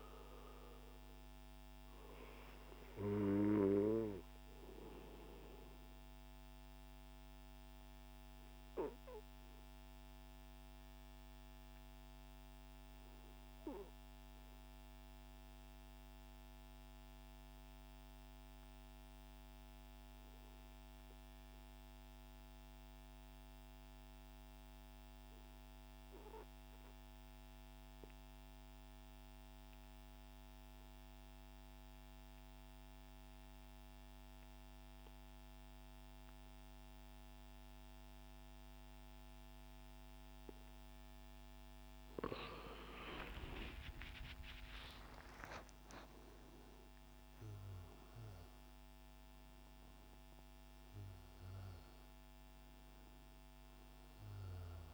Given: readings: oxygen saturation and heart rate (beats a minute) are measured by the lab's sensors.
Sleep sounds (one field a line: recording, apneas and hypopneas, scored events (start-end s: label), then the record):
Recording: breathing in sleep by a microphone on the trachea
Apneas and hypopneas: 1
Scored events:
0.00-12.00 s: oxygen desaturation (device-marked, oxygen 92% lowest)
1.50-41.00 s: obstructive apnea (oxygen 99% before, 89% lowest)
31.00-54.94 s: oxygen desaturation (device-marked, oxygen 98% before, 89% lowest, heart rate 97 before, 146 extreme)
42.00-46.50 s: arousal
From the record:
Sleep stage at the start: N2 (light sleep)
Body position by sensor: on the right side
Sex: male